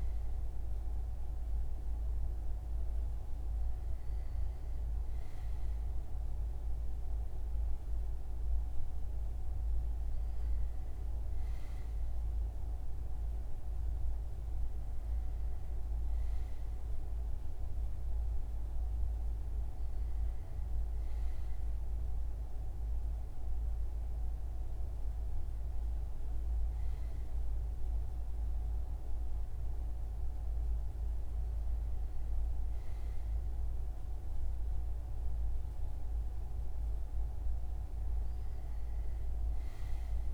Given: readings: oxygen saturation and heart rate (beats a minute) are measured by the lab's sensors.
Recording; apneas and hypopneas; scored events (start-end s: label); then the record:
breathing in sleep, hard to hear, by a room microphone; none
none scored
From the record:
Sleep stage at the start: N2 (light sleep); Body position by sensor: on the front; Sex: male